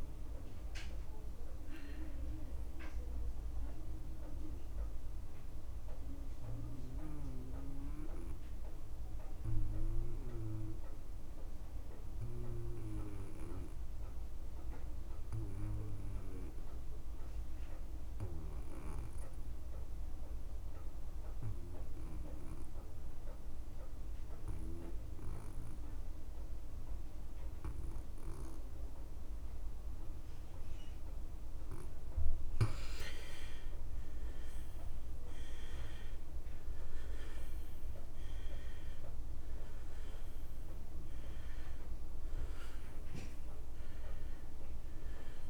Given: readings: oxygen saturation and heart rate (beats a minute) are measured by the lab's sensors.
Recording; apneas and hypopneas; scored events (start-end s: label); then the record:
breathing in sleep by a room microphone; 1
0.00-10.00 s: oxygen desaturation (device-marked, oxygen 74% lowest)
5.00-31.00 s: obstructive apnea (oxygen 81% before, 77% lowest)
29.00-45.50 s: oxygen desaturation (device-marked, oxygen 98% before, 78% lowest)
35.00-39.50 s: arousal
From the record:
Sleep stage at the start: N2 (light sleep); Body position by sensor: on the back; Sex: male